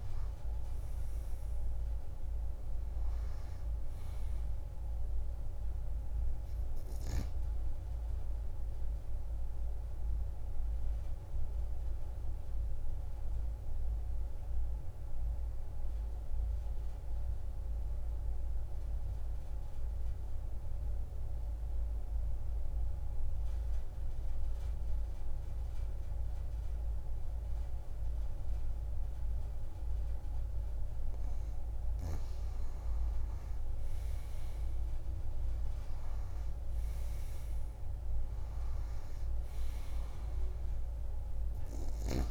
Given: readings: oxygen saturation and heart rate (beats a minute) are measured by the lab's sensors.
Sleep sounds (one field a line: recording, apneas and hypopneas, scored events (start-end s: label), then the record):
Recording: breathing in sleep, hard to hear, by a room microphone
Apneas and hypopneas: 1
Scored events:
0.00-22.50 s: oxygen desaturation (device-marked, oxygen 86% lowest)
8.50-29.50 s: obstructive apnea (oxygen 97% before, 86% lowest)
31.50-42.31 s: oxygen desaturation (device-marked, oxygen 98% before, 89% lowest)
33.00-36.50 s: arousal
From the record:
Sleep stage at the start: N2 (light sleep)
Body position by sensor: on the back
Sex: female